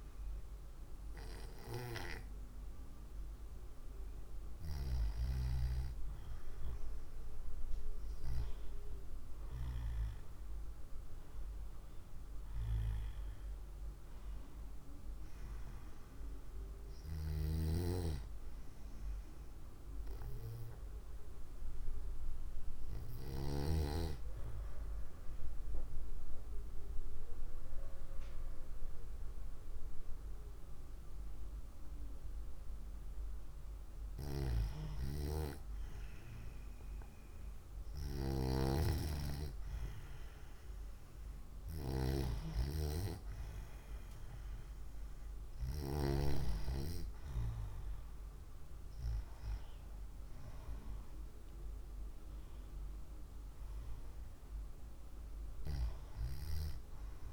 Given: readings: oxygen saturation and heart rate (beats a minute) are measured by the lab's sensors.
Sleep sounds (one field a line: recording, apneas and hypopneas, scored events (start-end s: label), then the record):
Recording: breathing in sleep by a room microphone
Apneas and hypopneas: 1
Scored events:
9.00-13.00 s: arousal
25.50-35.50 s: obstructive apnea (oxygen 96% before, 93% lowest, heart rate 62 before, 57 extreme, up 5 after)
37.50-41.00 s: arousal
From the record:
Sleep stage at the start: N2 (light sleep)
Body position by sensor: on the right side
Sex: female